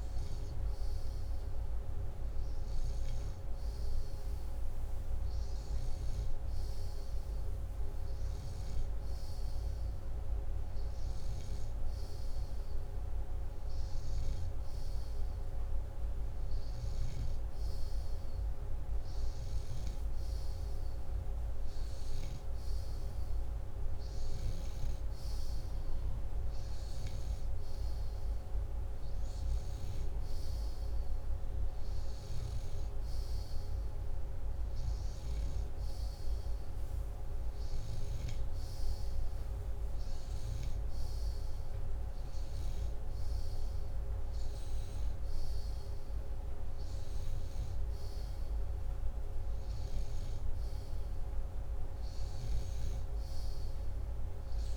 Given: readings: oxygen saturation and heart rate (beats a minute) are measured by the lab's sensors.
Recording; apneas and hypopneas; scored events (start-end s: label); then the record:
breathing in sleep, hard to hear, by a room microphone; none
none scored
From the record:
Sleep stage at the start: N2 (light sleep); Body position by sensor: upright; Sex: male